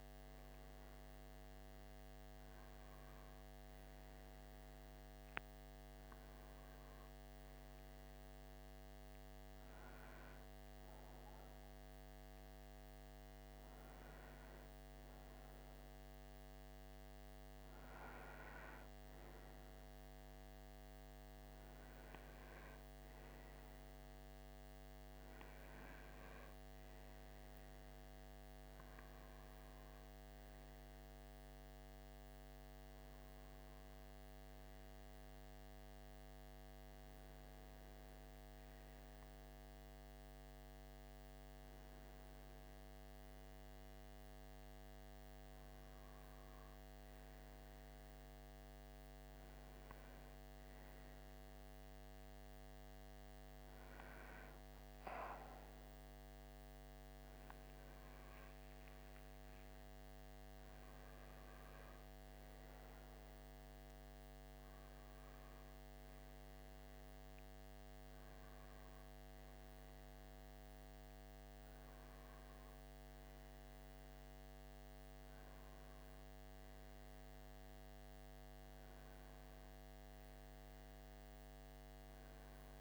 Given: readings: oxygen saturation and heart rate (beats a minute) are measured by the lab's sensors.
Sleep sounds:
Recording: breathing in sleep, hard to hear, by a microphone on the trachea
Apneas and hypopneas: none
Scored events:
0.00-5.00 s: oxygen desaturation (device-marked, oxygen 91% lowest, heart rate 61 extreme)
28.00-43.00 s: oxygen desaturation (device-marked, oxygen 95% before, 90% lowest, heart rate 62 before, 56 extreme)
From the record:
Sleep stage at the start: N1 (lightest sleep)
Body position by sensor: on the right side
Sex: male

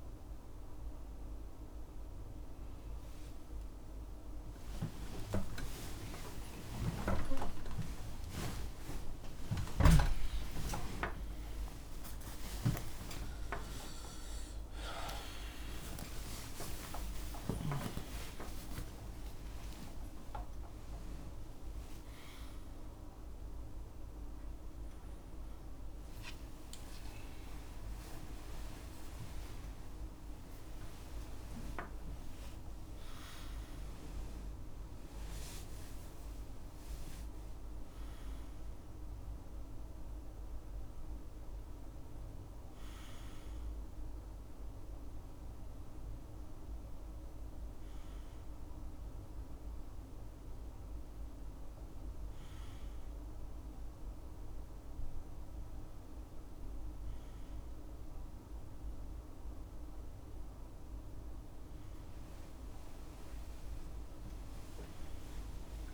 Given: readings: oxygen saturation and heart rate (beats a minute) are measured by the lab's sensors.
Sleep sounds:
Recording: a person awake in a sleep study, by a room microphone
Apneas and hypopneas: none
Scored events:
4.50-64.50 s: new sleep stage, awake
11.50-19.50 s: tachycardia (device-marked, heart rate 80 before, 118 extreme)
15.00-17.00 s: long interval between heartbeats (device-marked, heart rate 88 before, 103 extreme)
64.50-65.94 s: new sleep stage, N1 (lightest sleep)
From the record:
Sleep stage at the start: N1 (lightest sleep)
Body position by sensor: on the back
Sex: male

